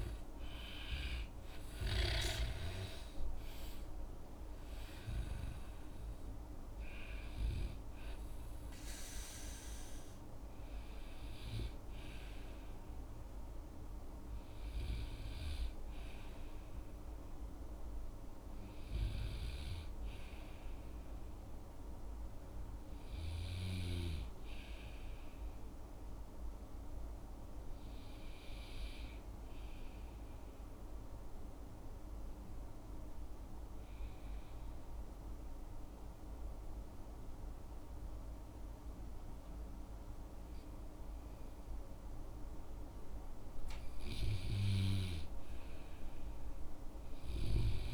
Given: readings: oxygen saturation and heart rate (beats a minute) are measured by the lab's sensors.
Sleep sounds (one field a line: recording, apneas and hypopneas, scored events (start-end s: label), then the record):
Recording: breathing in sleep by a room microphone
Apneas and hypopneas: 1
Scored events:
0.00-20.50 s: oxygen desaturation (device-marked, oxygen 85% lowest, heart rate 55 extreme)
30.00-42.00 s: hypopnea (oxygen 97% before, 90% lowest, heart rate 61 before, 53 extreme, up 4 after)
44.00-46.50 s: arousal
From the record:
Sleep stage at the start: REM sleep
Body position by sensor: on the back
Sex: male